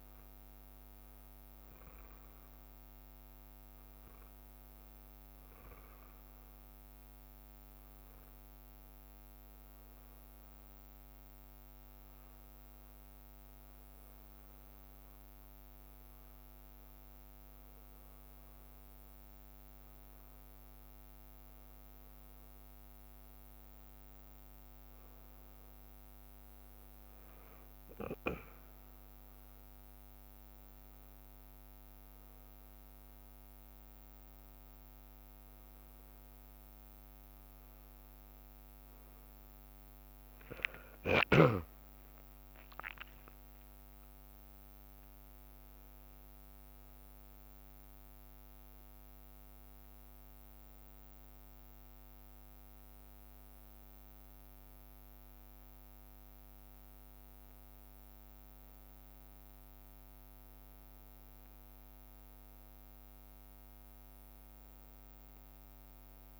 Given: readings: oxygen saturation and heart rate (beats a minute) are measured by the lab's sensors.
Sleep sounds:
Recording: a person awake in a sleep study, hard to hear, by a microphone on the trachea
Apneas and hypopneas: none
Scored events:
5.50-7.50 s: bradycardia (device-marked, heart rate 61 before, 60 extreme)
28.00-33.00 s: arousal
59.50-66.40 s: drop in pulse transit time (device-marked, heart rate 63 before, 61 extreme)
From the record:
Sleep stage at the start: awake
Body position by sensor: on the back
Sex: male

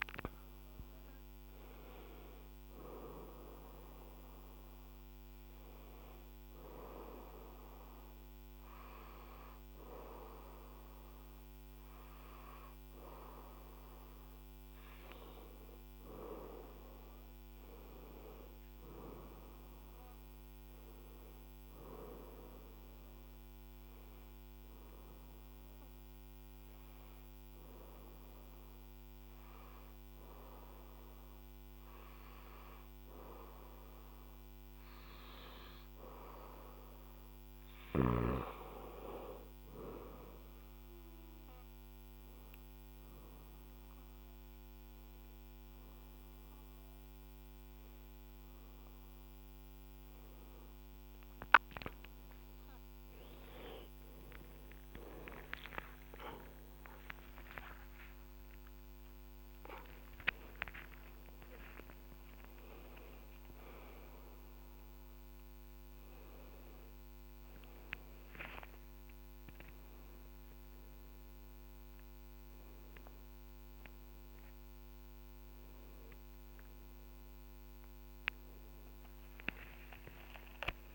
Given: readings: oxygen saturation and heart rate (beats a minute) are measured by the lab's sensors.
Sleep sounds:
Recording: a person partly awake in a sleep study, by a microphone on the trachea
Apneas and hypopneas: none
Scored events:
55.50-80.95 s: new sleep stage, awake
From the record:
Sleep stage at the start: N1 (lightest sleep)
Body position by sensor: on the back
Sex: female

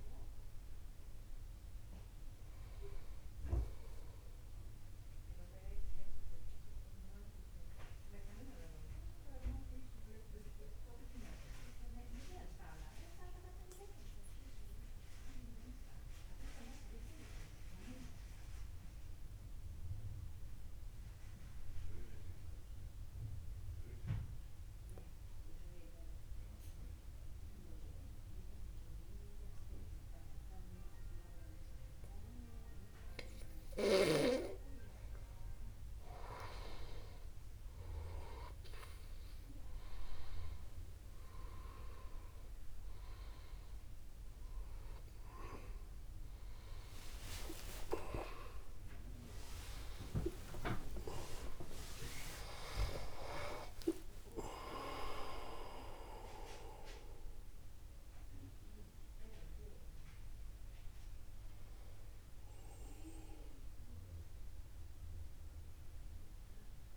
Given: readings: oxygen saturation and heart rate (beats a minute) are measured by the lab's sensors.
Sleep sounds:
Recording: a person partly awake in a sleep study, by a room microphone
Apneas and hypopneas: 1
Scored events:
4.50-8.00 s: arousal
12.00-35.50 s: mixed apnea (oxygen 97% before, 94% lowest, heart rate 51 before, 50 extreme, up 1 after)
45.00-66.97 s: new sleep stage, awake
48.50-50.50 s: long interval between heartbeats (device-marked, heart rate 53 before, 103 extreme)
51.00-53.00 s: long interval between heartbeats (device-marked, heart rate 62 before, 130 extreme)
53.00-55.00 s: long interval between heartbeats (device-marked, heart rate 70 before, 117 extreme)
From the record:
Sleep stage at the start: N2 (light sleep)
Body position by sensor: upright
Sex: male

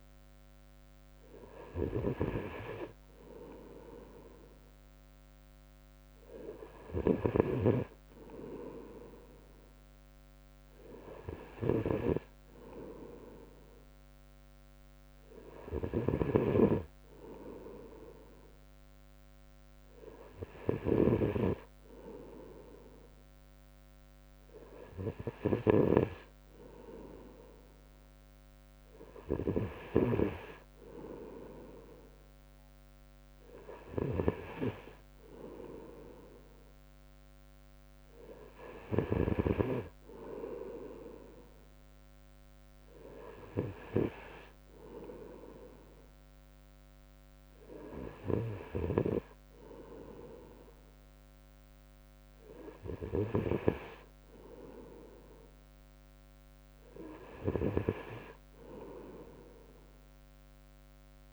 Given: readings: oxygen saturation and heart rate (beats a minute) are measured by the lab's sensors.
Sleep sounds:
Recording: breathing in sleep by a microphone on the trachea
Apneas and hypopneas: none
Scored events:
none scored
From the record:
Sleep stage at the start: N3 (deep sleep)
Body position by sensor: on the right side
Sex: male

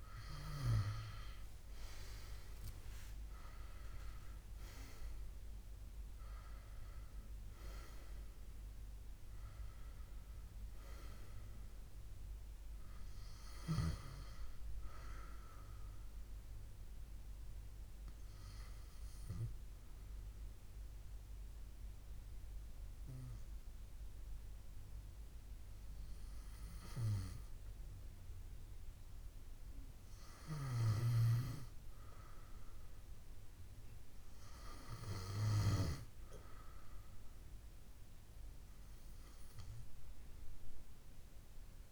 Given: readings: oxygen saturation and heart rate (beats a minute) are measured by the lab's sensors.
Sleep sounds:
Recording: breathing in sleep by a room microphone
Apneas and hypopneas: 1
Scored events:
0.00-31.50 s: oxygen desaturation (device-marked, oxygen 79% lowest, heart rate 74 extreme)
16.50-28.50 s: obstructive apnea (oxygen 98% before, 79% lowest, heart rate 81 before, 74 extreme, up 3 after)
16.50-41.92 s: new sleep stage, REM sleep
31.00-34.50 s: arousal
From the record:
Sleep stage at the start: N2 (light sleep)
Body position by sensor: on the left side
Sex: male

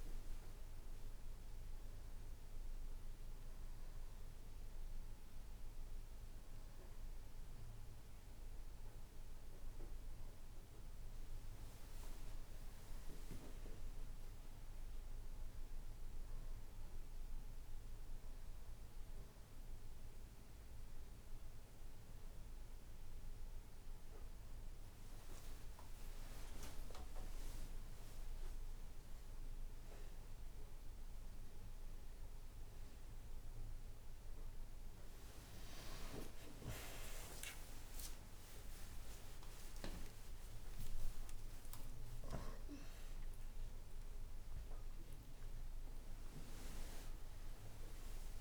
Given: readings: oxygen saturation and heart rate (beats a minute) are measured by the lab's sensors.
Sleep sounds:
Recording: breathing in sleep by a room microphone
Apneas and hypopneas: none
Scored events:
48.00-48.41 s: new sleep stage, awake
From the record:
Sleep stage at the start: N2 (light sleep)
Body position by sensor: on the back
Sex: male

